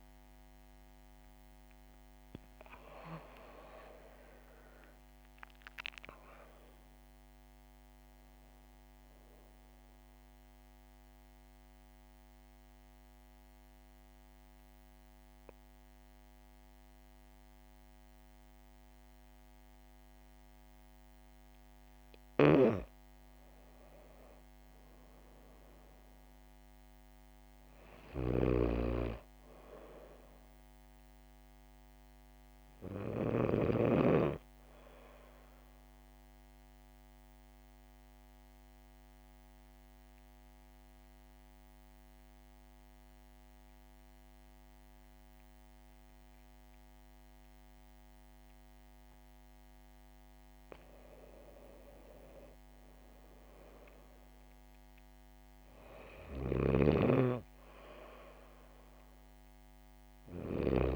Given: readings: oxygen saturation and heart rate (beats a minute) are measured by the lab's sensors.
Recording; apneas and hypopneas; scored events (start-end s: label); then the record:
breathing in sleep by a microphone on the trachea; 2
0.00-4.50 s: arousal
10.50-21.50 s: obstructive apnea (oxygen 97% before, 96% lowest, heart rate 76 before, 60 extreme, up 5 after)
23.50-27.00 s: arousal
27.50-33.00 s: snoring (device-marked)
37.00-50.00 s: obstructive apnea (oxygen 100% before, 96% lowest, heart rate 64 before, 57 extreme, up 3 after)
51.00-54.00 s: arousal
56.00-60.96 s: snoring (device-marked)
From the record:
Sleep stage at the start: N2 (light sleep); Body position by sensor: on the back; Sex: female